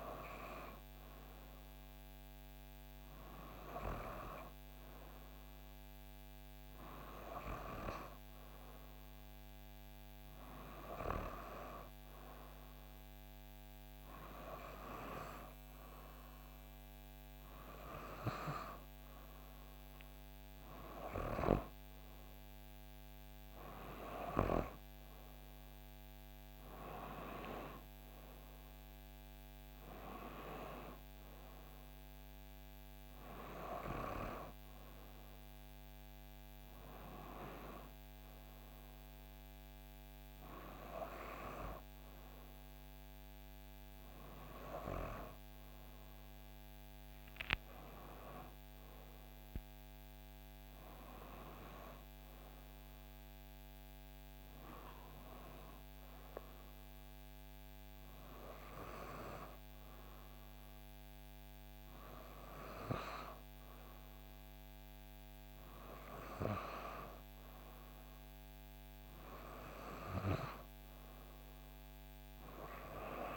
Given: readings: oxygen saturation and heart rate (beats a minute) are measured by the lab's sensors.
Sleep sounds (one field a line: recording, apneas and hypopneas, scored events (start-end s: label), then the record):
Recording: breathing in sleep by a microphone on the trachea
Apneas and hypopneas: none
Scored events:
none scored
From the record:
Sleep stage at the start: N2 (light sleep)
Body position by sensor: on the back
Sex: female